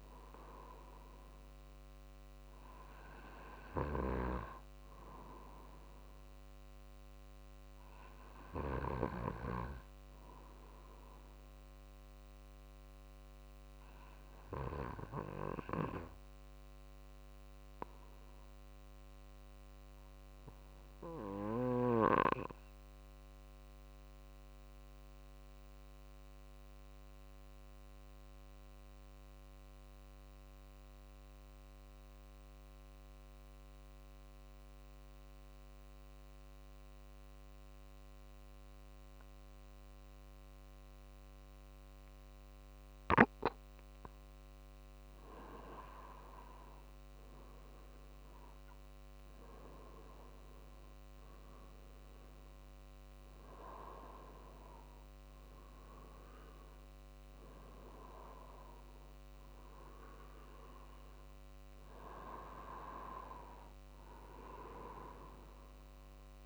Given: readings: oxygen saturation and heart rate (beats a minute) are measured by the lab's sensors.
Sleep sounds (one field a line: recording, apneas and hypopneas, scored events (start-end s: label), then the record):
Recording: breathing in sleep by a microphone on the trachea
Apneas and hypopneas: 1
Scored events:
10.00-43.00 s: obstructive apnea (oxygen 95% before, 92% lowest, heart rate 51 before, 50 extreme, up 4 after)
46.00-50.00 s: arousal
48.50-66.46 s: drop in pulse transit time (device-marked, heart rate 51 before, 50 extreme)
From the record:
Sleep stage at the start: N2 (light sleep)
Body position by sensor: on the right side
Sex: male